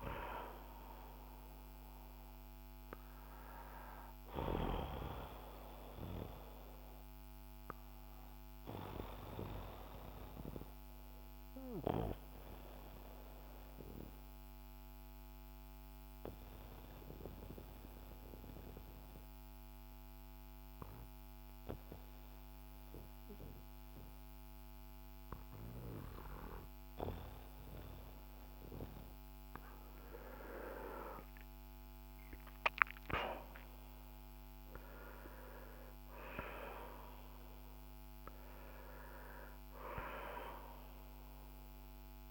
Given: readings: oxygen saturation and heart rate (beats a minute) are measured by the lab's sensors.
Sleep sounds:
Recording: breathing in sleep by a microphone on the trachea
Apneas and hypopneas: 1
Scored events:
0.00-20.50 s: oxygen desaturation (device-marked, oxygen 91% lowest, heart rate 51 extreme)
5.50-31.00 s: obstructive apnea (oxygen 96% before, 88% lowest, heart rate 58 before, 50 extreme, up 6 after)
32.50-36.50 s: arousal
36.50-42.31 s: oxygen desaturation (device-marked, oxygen 95% before, 88% lowest, heart rate 58 before, 49 extreme)
From the record:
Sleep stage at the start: N2 (light sleep)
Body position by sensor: on the back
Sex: male

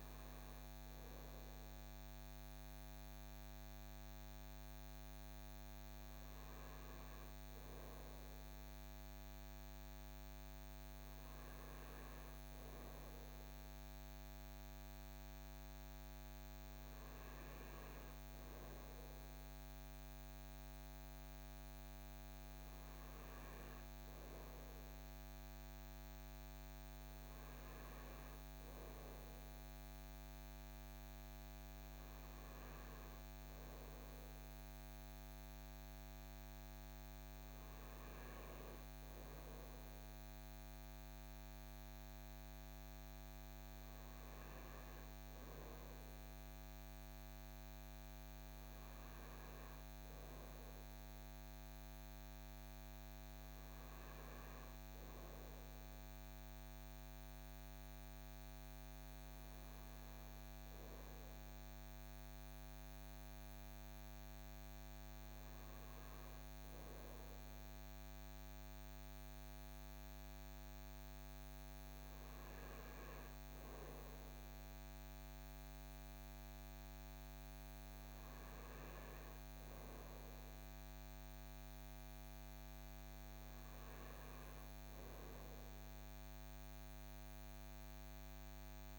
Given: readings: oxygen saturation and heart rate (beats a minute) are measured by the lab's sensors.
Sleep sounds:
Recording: breathing in sleep, hard to hear, by a microphone on the trachea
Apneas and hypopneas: none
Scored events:
none scored
From the record:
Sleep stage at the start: N2 (light sleep)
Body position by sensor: on the front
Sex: male

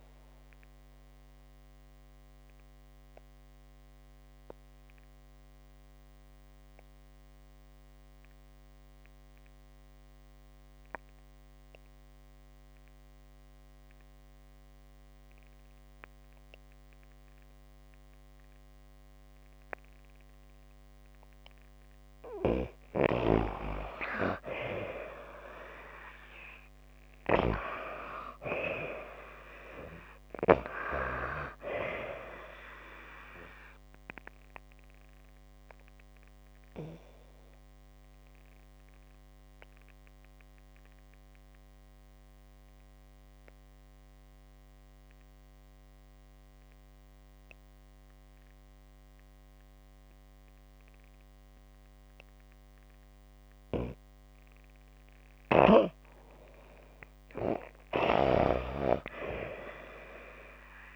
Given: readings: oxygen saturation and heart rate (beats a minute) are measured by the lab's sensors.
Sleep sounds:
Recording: breathing in sleep by a microphone on the trachea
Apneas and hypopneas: 2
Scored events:
1.00-21.00 s: obstructive apnea (oxygen 97% before, 86% lowest, heart rate 46 before, 45 extreme)
10.00-33.00 s: oxygen desaturation (device-marked, oxygen 96% before, 86% lowest, heart rate 47 before, 37 extreme)
22.50-28.00 s: arousal
33.50-54.00 s: obstructive apnea (oxygen 95% before, 86% lowest)
55.00-60.96 s: oxygen desaturation (device-marked, oxygen 95% before, 87% lowest)
58.50-60.96 s: arousal
From the record:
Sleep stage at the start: N2 (light sleep)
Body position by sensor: on the back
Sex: female

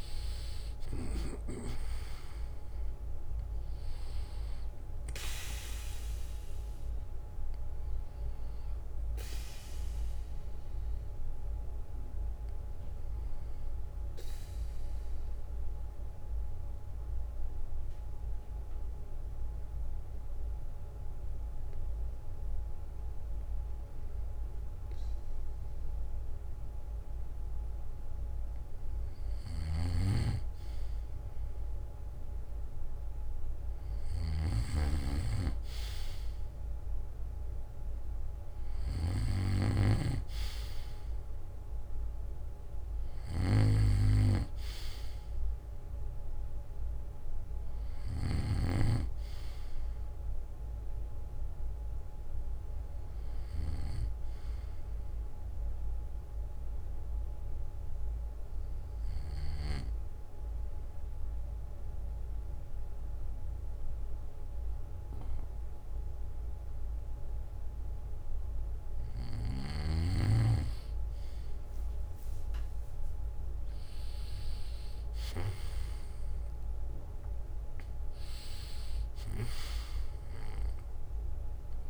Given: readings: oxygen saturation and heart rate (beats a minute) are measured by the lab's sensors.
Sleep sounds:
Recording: breathing in sleep by a room microphone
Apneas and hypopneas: 2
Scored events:
14.50-29.00 s: mixed apnea (oxygen 96% before, 94% lowest, heart rate 67 before, 57 extreme, up 10 after)
30.00-35.00 s: arousal
39.00-48.50 s: snoring (device-marked)
55.00-68.50 s: obstructive apnea (oxygen 97% before, 94% lowest, heart rate 64 before, 59 extreme, up 8 after)
72.50-77.50 s: arousal
From the record:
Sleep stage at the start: N2 (light sleep)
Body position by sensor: on the back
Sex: male

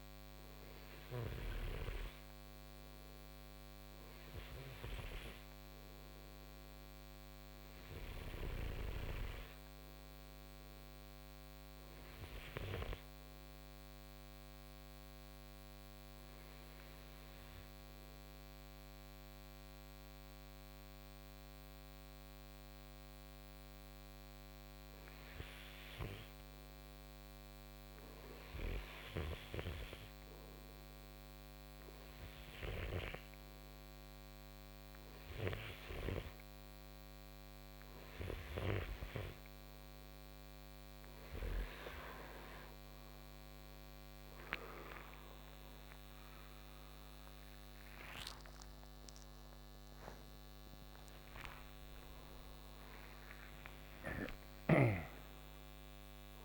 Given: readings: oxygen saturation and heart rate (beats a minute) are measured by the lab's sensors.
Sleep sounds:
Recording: a person partly awake in a sleep study, by a microphone on the trachea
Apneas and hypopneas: 1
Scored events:
12.00-25.50 s: hypopnea (oxygen 97% before, 93% lowest, heart rate 69 before, 65 extreme, up 2 after)
27.50-32.00 s: arousal
35.50-56.45 s: new sleep stage, awake
From the record:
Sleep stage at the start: N2 (light sleep)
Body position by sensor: on the front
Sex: male

